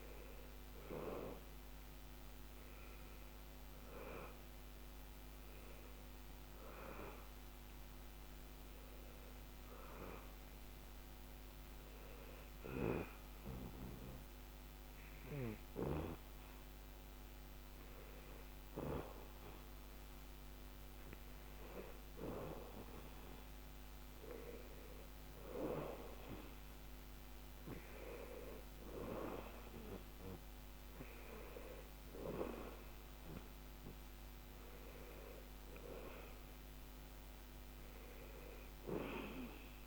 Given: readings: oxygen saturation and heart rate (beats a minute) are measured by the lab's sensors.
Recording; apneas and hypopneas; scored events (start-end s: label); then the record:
breathing in sleep by a microphone on the trachea; 1
0.00-12.50 s: oxygen desaturation (device-marked, oxygen 92% lowest, heart rate 77 extreme)
10.00-21.00 s: hypopnea (oxygen 96% before, 93% lowest, heart rate 79 before, 76 extreme, up 2 after)
23.50-26.50 s: arousal
From the record:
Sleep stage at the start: N2 (light sleep); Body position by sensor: on the back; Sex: male